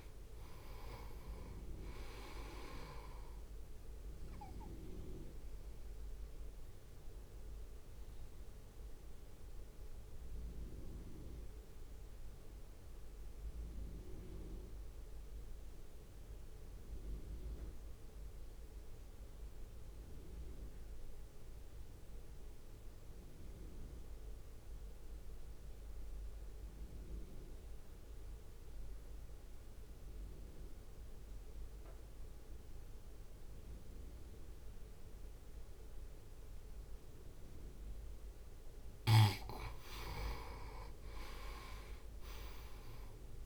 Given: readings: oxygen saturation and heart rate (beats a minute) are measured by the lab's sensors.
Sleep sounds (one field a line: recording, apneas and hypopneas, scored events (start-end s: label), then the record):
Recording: breathing in sleep by a room microphone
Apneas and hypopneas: 1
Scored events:
0.00-25.50 s: oxygen desaturation (device-marked, oxygen 89% lowest, heart rate 51 extreme)
0.50-12.50 s: drop in pulse transit time (device-marked, heart rate 62 before, 51 extreme)
7.00-37.00 s: mixed apnea (oxygen 98% before, 85% lowest, heart rate 60 before, 53 extreme, up 0 after)
37.50-43.46 s: oxygen desaturation (device-marked, oxygen 97% before, 85% lowest, heart rate 61 before, 52 extreme)
40.50-43.46 s: arousal
From the record:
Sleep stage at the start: N2 (light sleep)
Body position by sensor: on the right side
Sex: male